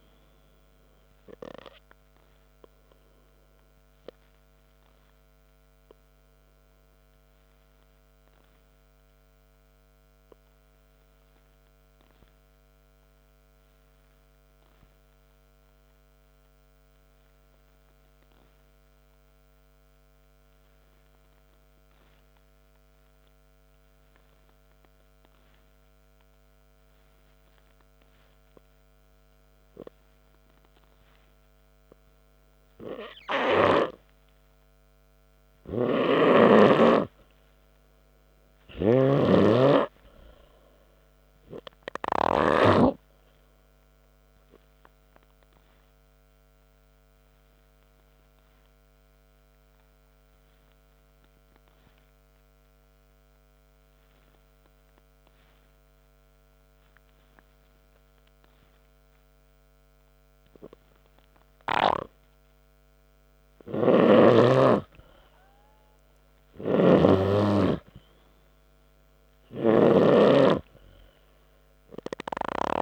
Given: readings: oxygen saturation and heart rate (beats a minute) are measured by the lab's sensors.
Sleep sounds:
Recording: breathing in sleep by a microphone on the trachea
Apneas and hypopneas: 2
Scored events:
6.50-29.00 s: obstructive apnea (oxygen 98% before, 90% lowest, heart rate 65 before, 58 extreme)
20.50-31.50 s: oxygen desaturation (device-marked, oxygen 96% before, 92% lowest, heart rate 69 before, 58 extreme)
32.00-35.00 s: arousal
39.00-43.50 s: snoring (device-marked)
46.00-63.00 s: obstructive apnea (oxygen 98% before, 90% lowest, heart rate 62 before, 61 extreme, up 4 after)
65.50-72.82 s: oxygen desaturation (device-marked, oxygen 97% before, 90% lowest, heart rate 66 before, 57 extreme)
66.00-70.00 s: arousal
67.00-70.50 s: snoring (device-marked)
From the record:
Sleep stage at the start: N2 (light sleep)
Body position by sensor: on the back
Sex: male

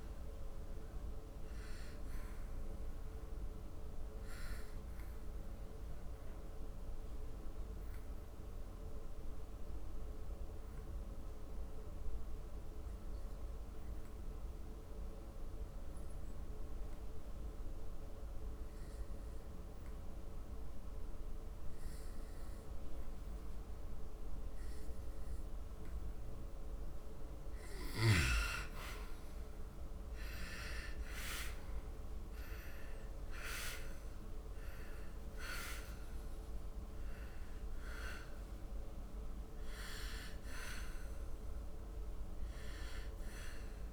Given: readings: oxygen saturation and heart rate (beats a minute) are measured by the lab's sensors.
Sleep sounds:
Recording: breathing in sleep by a room microphone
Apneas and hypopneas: 1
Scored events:
0.00-15.00 s: oxygen desaturation (device-marked, oxygen 88% lowest, heart rate 68 extreme)
1.50-25.50 s: obstructive apnea (oxygen 98% before, 84% lowest, heart rate 76 before, 68 extreme, up 8 after)
26.00-43.92 s: oxygen desaturation (device-marked, oxygen 99% before, 84% lowest, heart rate 74 before, 73 extreme)
28.00-32.50 s: arousal
From the record:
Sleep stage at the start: N2 (light sleep)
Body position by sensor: on the back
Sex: male

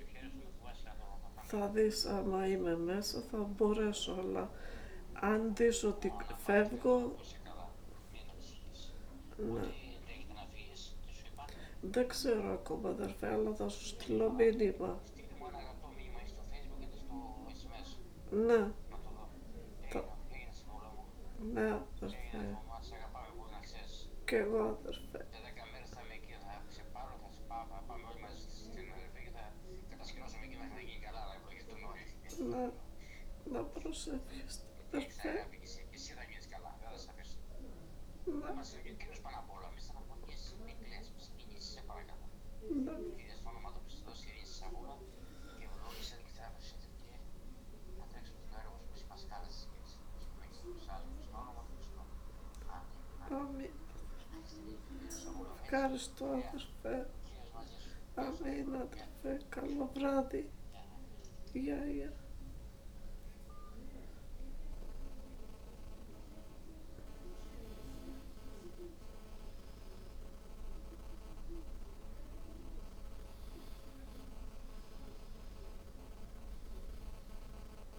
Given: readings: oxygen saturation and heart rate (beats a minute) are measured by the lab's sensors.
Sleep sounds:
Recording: a person awake in a sleep study, by a room microphone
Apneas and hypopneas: none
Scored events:
none scored
From the record:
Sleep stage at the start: awake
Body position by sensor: on the back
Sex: female

